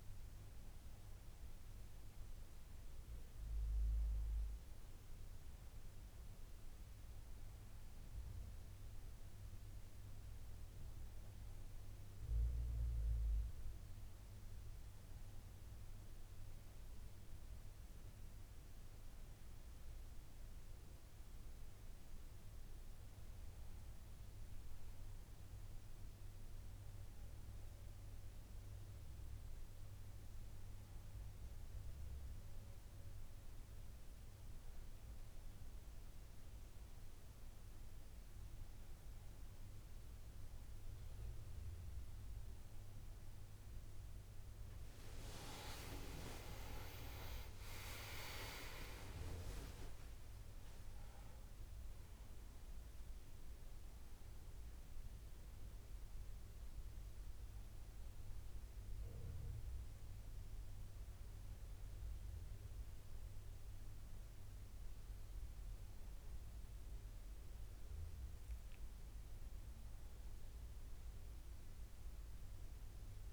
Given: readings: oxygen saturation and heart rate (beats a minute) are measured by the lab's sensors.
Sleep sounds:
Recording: breathing in sleep by a room microphone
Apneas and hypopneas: none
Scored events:
46.00-50.00 s: arousal
From the record:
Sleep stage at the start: N2 (light sleep)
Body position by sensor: on the back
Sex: male

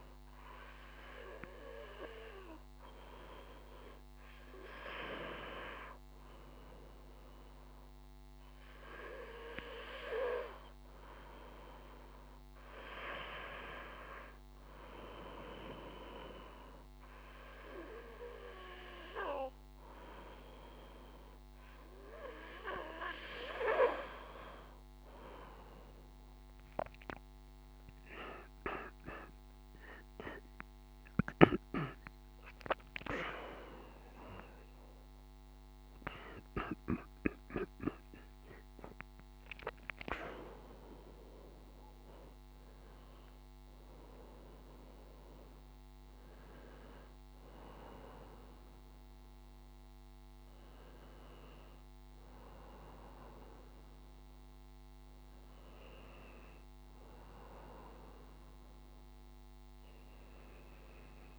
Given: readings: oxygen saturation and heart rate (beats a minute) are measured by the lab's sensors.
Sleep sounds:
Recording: breathing in sleep by a microphone on the trachea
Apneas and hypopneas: none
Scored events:
28.50-33.00 s: arousal
37.00-61.39 s: new sleep stage, N1 (lightest sleep)
From the record:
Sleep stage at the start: N2 (light sleep)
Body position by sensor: on the back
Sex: male

